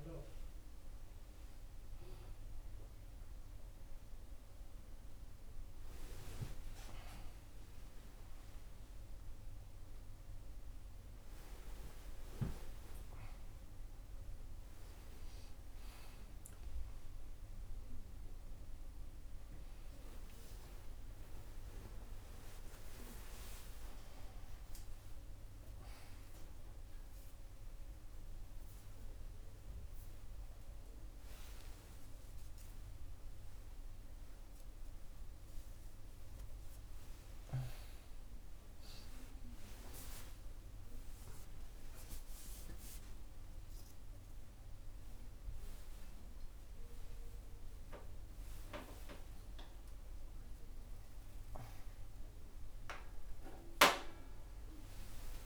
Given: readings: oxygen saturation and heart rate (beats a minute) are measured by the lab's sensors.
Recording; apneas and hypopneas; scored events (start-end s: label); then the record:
a person awake in a sleep study, by a room microphone; none
7.00-9.00 s: long interval between heartbeats (device-marked, heart rate 85 before, 94 extreme)
13.00-15.00 s: long interval between heartbeats (device-marked, heart rate 87 before, 77 extreme)
20.50-22.50 s: long interval between heartbeats (device-marked, heart rate 82 before, 79 extreme)
22.50-30.50 s: tachycardia (device-marked, heart rate 67 before, 143 extreme)
26.00-28.00 s: long interval between heartbeats (device-marked, heart rate 85 before, 113 extreme)
30.50-32.50 s: long interval between heartbeats (device-marked, heart rate 92 before, 118 extreme)
33.50-35.50 s: long interval between heartbeats (device-marked, heart rate 98 before, 75 extreme)
38.00-40.00 s: long interval between heartbeats (device-marked, heart rate 97 before, 30 extreme)
48.00-50.00 s: long interval between heartbeats (device-marked)
54.00-55.46 s: long interval between heartbeats (device-marked, heart rate 50 before, 38 extreme)
From the record:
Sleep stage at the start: awake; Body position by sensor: on the right side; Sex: female